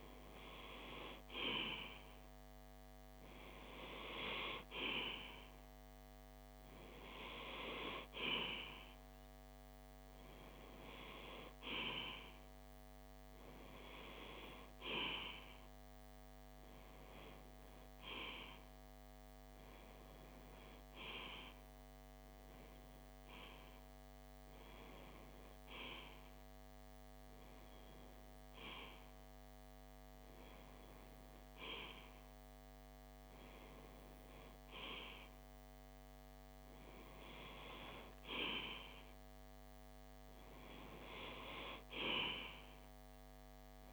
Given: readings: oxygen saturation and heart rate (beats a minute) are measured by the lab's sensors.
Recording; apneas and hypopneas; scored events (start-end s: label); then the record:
breathing in sleep by a microphone on the trachea; none
none scored
From the record:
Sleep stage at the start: REM sleep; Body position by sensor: on the left side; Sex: male